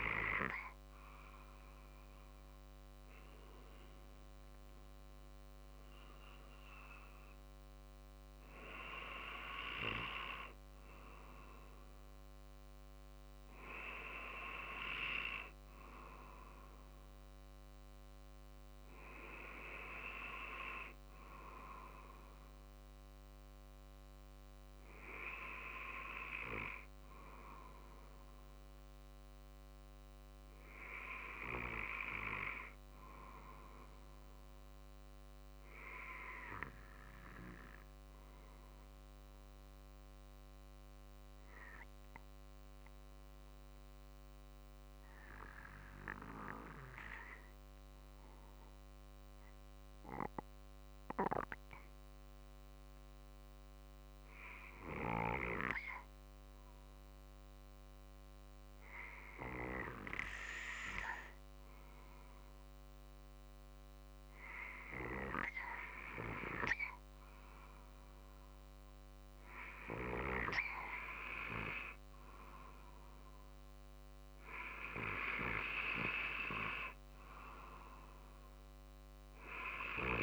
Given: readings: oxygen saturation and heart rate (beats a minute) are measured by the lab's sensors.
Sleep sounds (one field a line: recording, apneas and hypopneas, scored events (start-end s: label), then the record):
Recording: breathing in sleep by a microphone on the trachea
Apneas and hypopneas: 1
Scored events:
0.00-2.00 s: arousal
32.00-54.00 s: oxygen desaturation (device-marked, oxygen 95% before, 92% lowest, heart rate 47 before, 46 extreme)
33.50-66.50 s: obstructive apnea (oxygen 95% before, 92% lowest, heart rate 47 before, 45 extreme, up 7 after)
72.00-76.50 s: arousal
74.50-76.50 s: long interval between heartbeats (device-marked, heart rate 47 before, 53 extreme)
From the record:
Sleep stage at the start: N2 (light sleep)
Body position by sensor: on the back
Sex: male